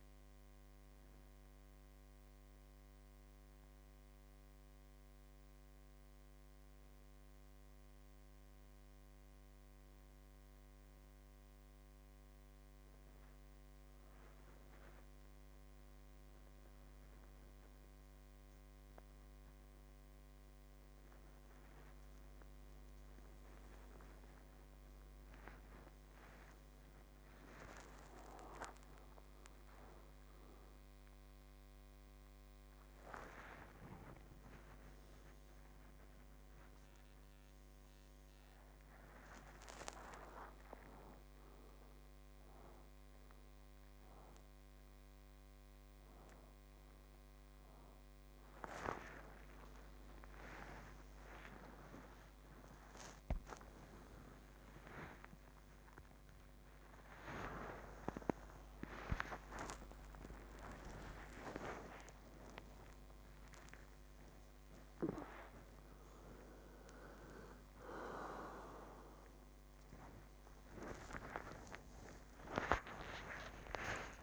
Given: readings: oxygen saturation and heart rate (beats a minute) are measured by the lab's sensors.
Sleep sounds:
a person awake in a sleep study, by a microphone on the trachea; none
none scored
From the record:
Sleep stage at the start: awake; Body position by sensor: on the front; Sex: male

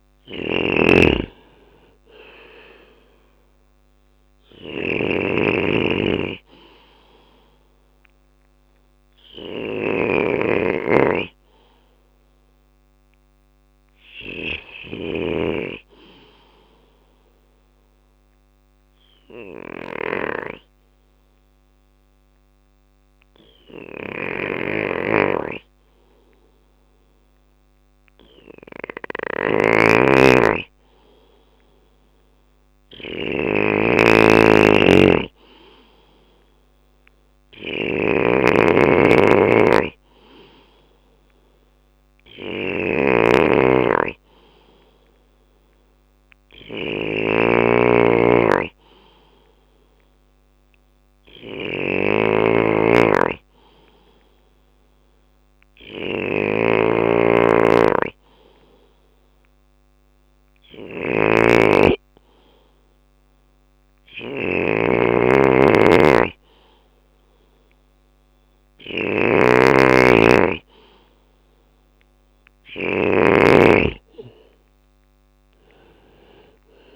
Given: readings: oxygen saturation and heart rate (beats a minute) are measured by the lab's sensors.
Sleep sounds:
breathing in sleep by a microphone on the trachea; 2
0.00-2.00 s: long interval between heartbeats (device-marked, heart rate 55 before, 59 extreme)
0.00-10.50 s: drop in pulse transit time (device-marked, heart rate 39 extreme)
0.00-14.00 s: snoring (device-marked)
0.00-19.50 s: bradycardia (device-marked, heart rate 39 extreme)
3.50-21.50 s: oxygen desaturation (device-marked, oxygen 98% before, 94% lowest, heart rate 55 before, 27 extreme)
5.50-7.50 s: long interval between heartbeats (device-marked, heart rate 54 before, 45 extreme)
14.00-28.00 s: obstructive apnea (oxygen 98% before, 93% lowest, heart rate 51 before, 27 extreme, up 0 after)
20.50-76.96 s: bradycardia (device-marked)
23.00-72.00 s: snoring (device-marked)
30.50-33.50 s: arousal
31.50-33.50 s: long interval between heartbeats (device-marked, heart rate 55 before, 48 extreme)
37.50-39.50 s: long interval between heartbeats (device-marked, heart rate 50 before, 28 extreme)
43.50-60.50 s: hypopnea (oxygen 97% before, 93% lowest)
45.00-47.00 s: long interval between heartbeats (device-marked, heart rate 40 before, 33 extreme)
47.50 s: drop in pulse transit time (device-marked)
49.50-51.50 s: long interval between heartbeats (device-marked, heart rate 35 before, 31 extreme)
50.50-56.50 s: drop in pulse transit time (device-marked, heart rate 34 before, 25 extreme)
56.50-58.50 s: long interval between heartbeats (device-marked, heart rate 30 before, 35 extreme)
64.50-66.50 s: long interval between heartbeats (device-marked, heart rate 33 before, 44 extreme)
68.50-76.50 s: drop in pulse transit time (device-marked, heart rate 36 before, 28 extreme)
71.50-75.50 s: arousal
72.00-74.00 s: long interval between heartbeats (device-marked, heart rate 36 before, 33 extreme)
From the record:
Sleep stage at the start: N2 (light sleep); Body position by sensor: on the back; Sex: male

